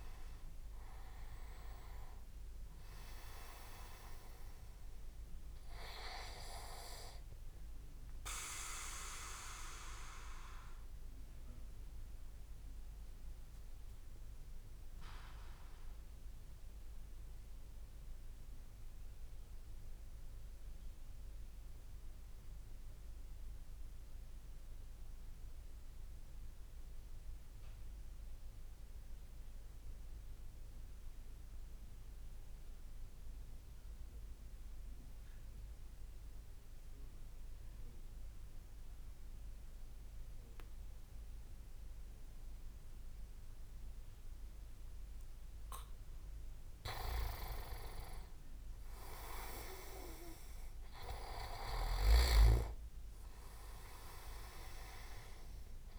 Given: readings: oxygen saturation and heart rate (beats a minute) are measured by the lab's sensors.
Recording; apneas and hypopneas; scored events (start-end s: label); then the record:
breathing in sleep by a room microphone; 1
0.00-3.00 s: oxygen desaturation (device-marked, oxygen 89% lowest)
9.00-20.00 s: oxygen desaturation (device-marked, oxygen 92% before, 88% lowest)
10.00-46.00 s: obstructive apnea (oxygen 96% before, 88% lowest)
39.00-55.98 s: oxygen desaturation (device-marked, oxygen 98% before, 88% lowest)
47.50-52.00 s: arousal
From the record:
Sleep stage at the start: N2 (light sleep); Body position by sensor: on the back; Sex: male